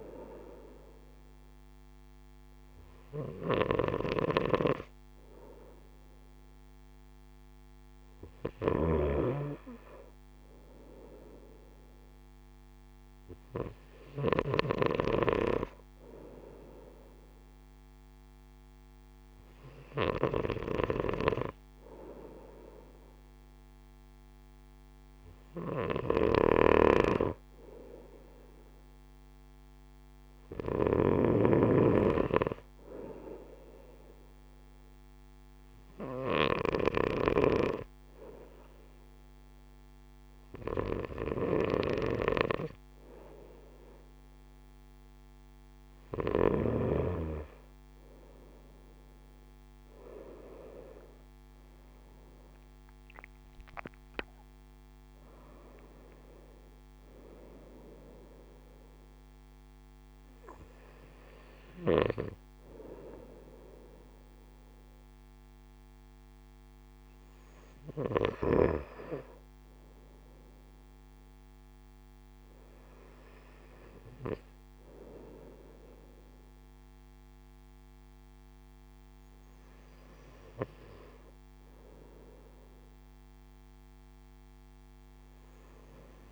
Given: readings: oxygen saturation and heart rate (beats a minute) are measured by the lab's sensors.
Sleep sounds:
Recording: breathing in sleep by a microphone on the trachea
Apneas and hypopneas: none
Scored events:
0.00-31.00 s: snoring (device-marked)
37.00-46.50 s: snoring (device-marked)
From the record:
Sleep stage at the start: N2 (light sleep)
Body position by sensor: on the right side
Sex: male

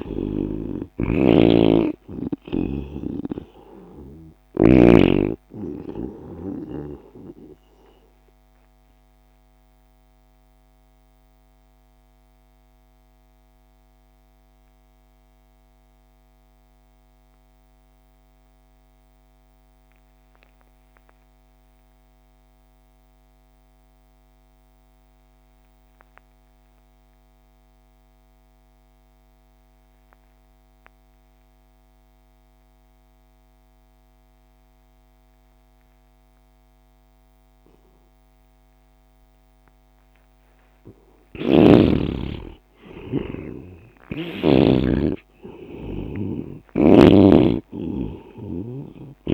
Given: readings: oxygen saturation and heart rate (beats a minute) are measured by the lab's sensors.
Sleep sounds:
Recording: breathing in sleep by a microphone on the trachea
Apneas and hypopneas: 1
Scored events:
0.00-24.50 s: oxygen desaturation (device-marked, oxygen 75% lowest)
3.00-7.00 s: snoring (device-marked)
8.50-39.50 s: mixed apnea (oxygen 97% before, 75% lowest)
37.50-49.34 s: oxygen desaturation (device-marked, oxygen 99% before, 79% lowest)
40.50-44.50 s: arousal
41.50-45.00 s: snoring (device-marked)
From the record:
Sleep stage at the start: N2 (light sleep)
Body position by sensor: on the right side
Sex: male

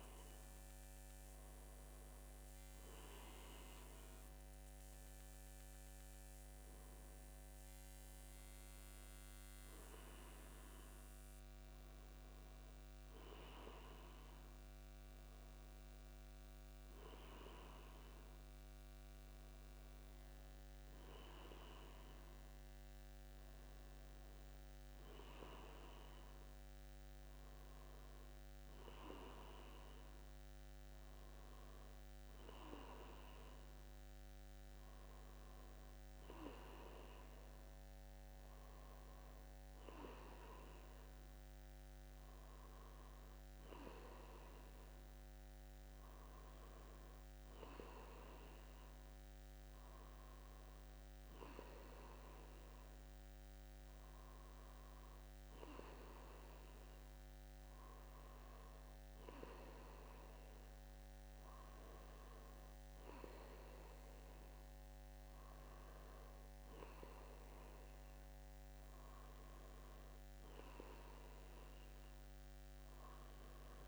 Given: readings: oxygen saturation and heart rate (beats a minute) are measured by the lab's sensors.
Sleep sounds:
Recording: breathing in sleep by a microphone on the trachea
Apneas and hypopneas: none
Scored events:
40.00-44.00 s: arousal
From the record:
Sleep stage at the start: N2 (light sleep)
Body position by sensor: on the back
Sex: male

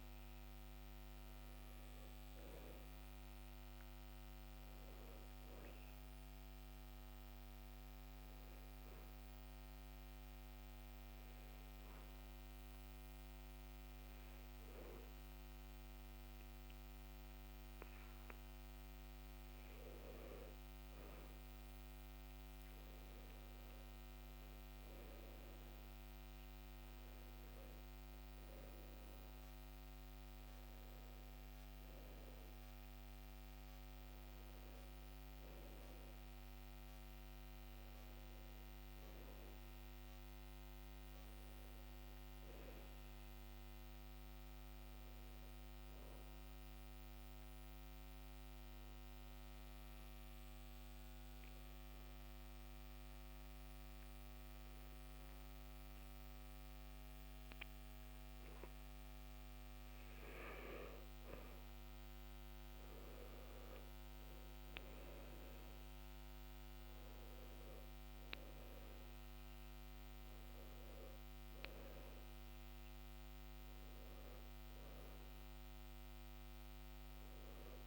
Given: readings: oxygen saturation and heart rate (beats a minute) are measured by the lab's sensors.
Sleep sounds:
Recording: breathing in sleep, hard to hear, by a microphone on the trachea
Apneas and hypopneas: 2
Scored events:
8.00-20.00 s: obstructive apnea (oxygen 94% before, 90% lowest, heart rate 71 before, 68 extreme, up 7 after)
22.00-25.00 s: arousal
39.00-43.00 s: arousal
44.00-56.00 s: oxygen desaturation (device-marked, oxygen 93% before, 90% lowest, heart rate 73 before, 67 extreme)
48.50-59.50 s: obstructive apnea (oxygen 94% before, 89% lowest, heart rate 73 before, 65 extreme, up 6 after)
60.00-64.00 s: arousal
68.00-77.86 s: oxygen desaturation (device-marked, oxygen 95% before, 89% lowest, heart rate 69 before, 65 extreme)
From the record:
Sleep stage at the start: N2 (light sleep)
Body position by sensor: on the back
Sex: male

